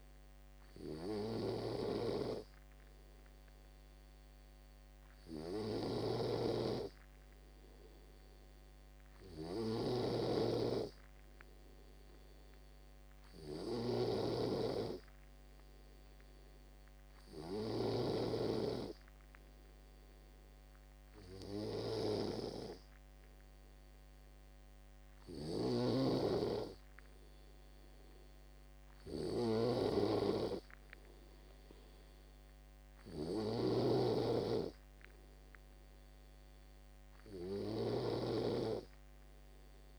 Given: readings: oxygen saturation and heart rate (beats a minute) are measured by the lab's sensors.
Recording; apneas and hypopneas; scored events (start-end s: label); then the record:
breathing in sleep by a microphone on the trachea; none
6.00-18.50 s: snoring (device-marked)
9.50-11.50 s: oxygen desaturation (device-marked, oxygen 95% before, 92% lowest, heart rate 76 before, 74 extreme)
26.00-39.98 s: snoring (device-marked)
From the record:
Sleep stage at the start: N3 (deep sleep); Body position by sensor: on the back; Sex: male